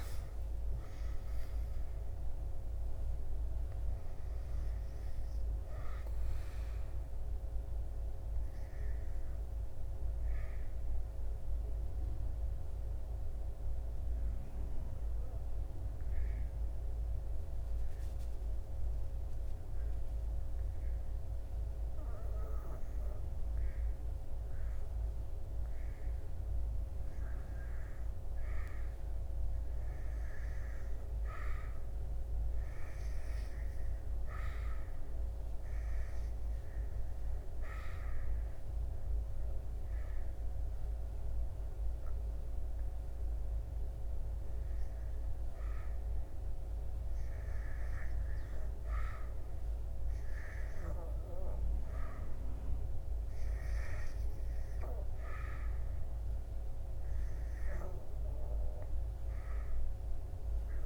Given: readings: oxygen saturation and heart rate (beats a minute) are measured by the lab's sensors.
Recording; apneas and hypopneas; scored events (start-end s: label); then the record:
breathing in sleep, hard to hear, by a room microphone; 1
3.50-60.86 s: new sleep stage, REM sleep
8.00-26.50 s: obstructive apnea (oxygen 98% before, 85% lowest, heart rate 77 before, 64 extreme, up 7 after)
27.50-52.50 s: oxygen desaturation (device-marked, oxygen 98% before, 85% lowest, heart rate 74 before, 77 extreme)
29.50-32.00 s: arousal
54.50-60.86 s: oxygen desaturation (device-marked, oxygen 94% before, 89% lowest, heart rate 84 before, 74 extreme)
From the record:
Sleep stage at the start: N2 (light sleep); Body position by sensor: on the back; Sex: male